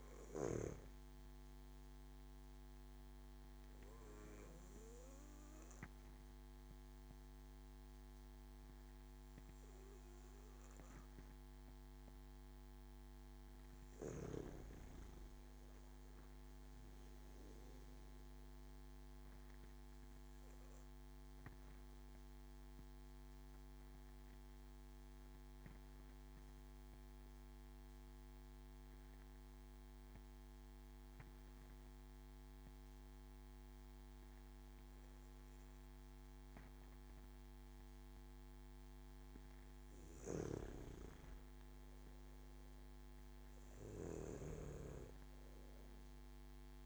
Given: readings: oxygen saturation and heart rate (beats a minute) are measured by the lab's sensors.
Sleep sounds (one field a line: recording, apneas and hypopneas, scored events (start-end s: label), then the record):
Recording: breathing in sleep by a microphone on the trachea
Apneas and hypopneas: 2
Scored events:
0.00-1.00 s: oxygen desaturation (device-marked, oxygen 92% lowest)
0.00-1.50 s: arousal
3.00-14.00 s: obstructive apnea (oxygen 97% before, 94% lowest)
15.00-18.00 s: arousal
18.00-46.86 s: new sleep stage, N2 (light sleep)
20.00-38.00 s: obstructive apnea (oxygen 97% before, 94% lowest)
40.00-44.50 s: snoring (device-marked)
40.50-44.00 s: arousal
From the record:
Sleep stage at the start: N1 (lightest sleep)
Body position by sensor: on the back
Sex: male